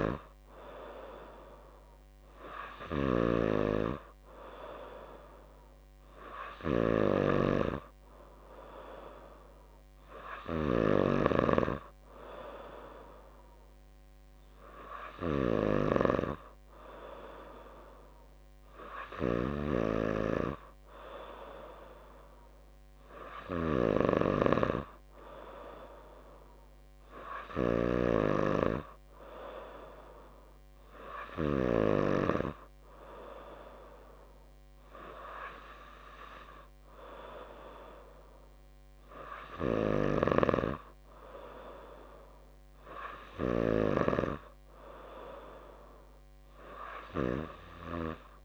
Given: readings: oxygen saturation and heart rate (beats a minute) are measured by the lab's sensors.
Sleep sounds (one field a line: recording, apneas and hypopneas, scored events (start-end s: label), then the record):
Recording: breathing in sleep by a microphone on the trachea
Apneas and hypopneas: none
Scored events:
0.00-11.50 s: snoring (device-marked)
19.50-28.00 s: snoring (device-marked)
From the record:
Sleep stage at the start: N2 (light sleep)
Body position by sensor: on the back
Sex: female